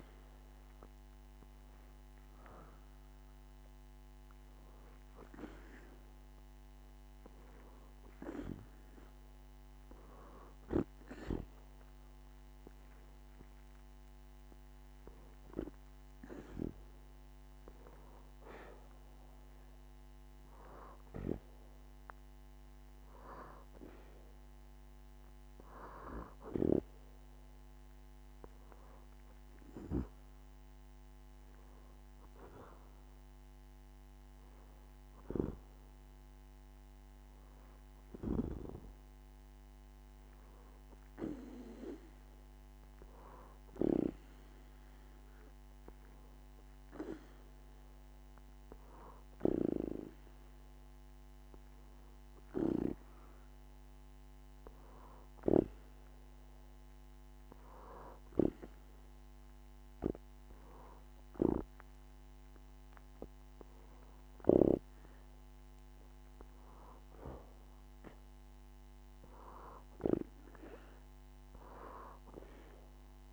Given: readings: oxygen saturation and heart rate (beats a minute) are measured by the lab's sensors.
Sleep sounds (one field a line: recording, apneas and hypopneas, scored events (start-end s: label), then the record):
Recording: breathing in sleep by a microphone on the trachea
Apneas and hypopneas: none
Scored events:
0.00-24.00 s: oxygen desaturation (device-marked, oxygen 92% lowest, heart rate 74 extreme)
From the record:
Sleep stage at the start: N2 (light sleep)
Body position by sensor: on the back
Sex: female